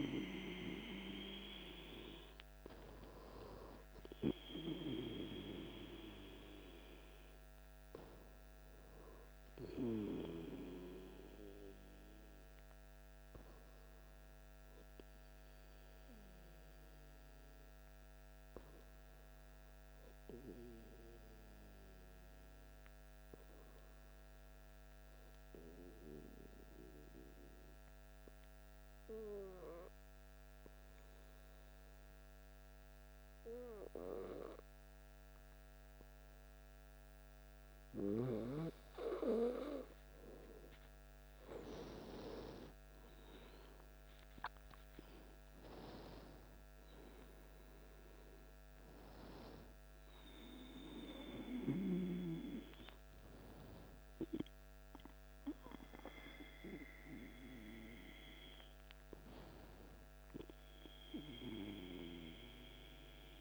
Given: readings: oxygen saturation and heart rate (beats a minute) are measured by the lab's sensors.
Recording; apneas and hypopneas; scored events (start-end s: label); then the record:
breathing in sleep by a microphone on the trachea; 1
12.00-39.50 s: obstructive apnea (oxygen 98% before, 94% lowest, heart rate 56 before, 53 extreme, up 9 after)
39.00-59.00 s: oxygen desaturation (device-marked, oxygen 99% before, 94% lowest, heart rate 55 before, 53 extreme)
42.50-46.50 s: arousal
From the record:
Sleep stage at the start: N2 (light sleep); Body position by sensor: on the back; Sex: male